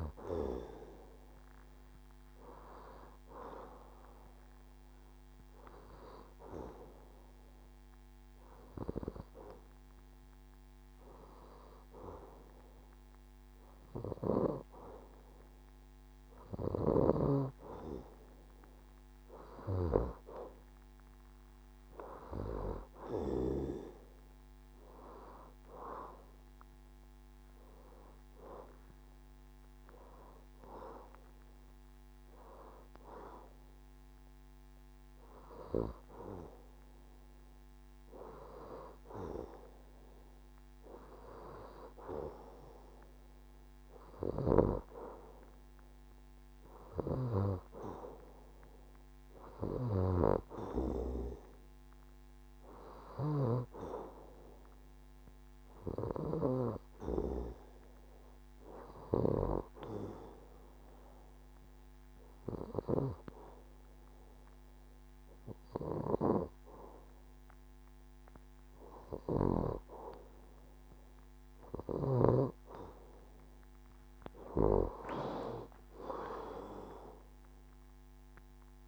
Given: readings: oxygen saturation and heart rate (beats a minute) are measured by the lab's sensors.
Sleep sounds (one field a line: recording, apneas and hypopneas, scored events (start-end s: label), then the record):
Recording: breathing in sleep by a microphone on the trachea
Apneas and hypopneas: 2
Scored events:
5.50-18.00 s: hypopnea (oxygen 93% before, 90% lowest, heart rate 72 before, 68 extreme, up 5 after)
21.00-26.00 s: arousal
50.50-52.50 s: long interval between heartbeats (device-marked, heart rate 71 before, 72 extreme)
52.00-56.50 s: arousal
60.00-70.50 s: hypopnea (oxygen 94% before, 90% lowest, heart rate 71 before, 67 extreme, up 2 after)
73.50-77.50 s: arousal
From the record:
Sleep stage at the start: N2 (light sleep)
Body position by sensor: on the left side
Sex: female